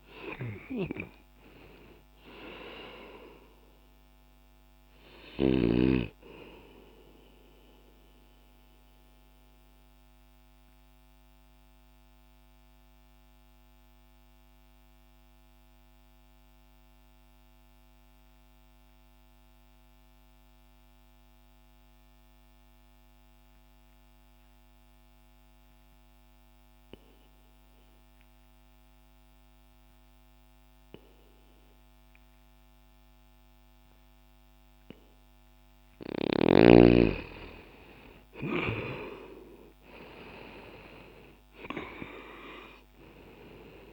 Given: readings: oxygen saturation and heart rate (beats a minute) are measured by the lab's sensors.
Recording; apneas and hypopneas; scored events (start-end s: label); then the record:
breathing in sleep by a microphone on the trachea; 1
0.00-11.50 s: oxygen desaturation (device-marked, oxygen 91% lowest, heart rate 60 extreme)
8.00-36.00 s: mixed apnea (oxygen 97% before, 84% lowest, heart rate 77 before, 60 extreme, up 10 after)
23.50-36.50 s: oxygen desaturation (device-marked, oxygen 93% before, 84% lowest, heart rate 60 before, 60 extreme)
39.00-43.50 s: arousal
From the record:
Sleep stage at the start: N2 (light sleep); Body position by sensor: on the back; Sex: male